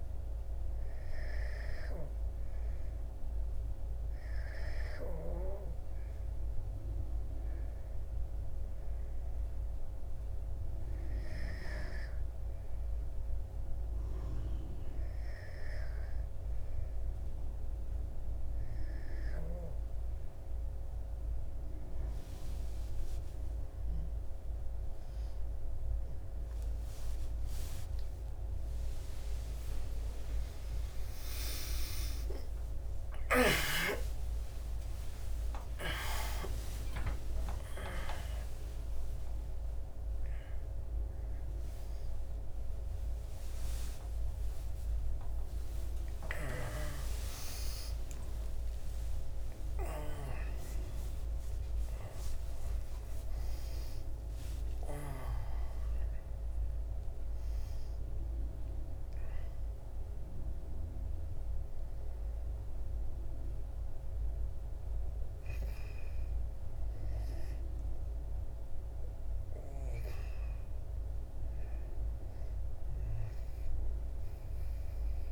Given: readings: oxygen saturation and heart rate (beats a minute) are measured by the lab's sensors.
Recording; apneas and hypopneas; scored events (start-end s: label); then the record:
a person awake in a sleep study, by a room microphone; none
8.50-68.50 s: new sleep stage, awake
56.50-61.50 s: oxygen desaturation (device-marked, oxygen 98% before, 94% lowest, heart rate 116 before, 75 extreme)
68.50-75.32 s: new sleep stage, N1 (lightest sleep)
From the record:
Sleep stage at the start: N2 (light sleep); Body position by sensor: on the back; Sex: male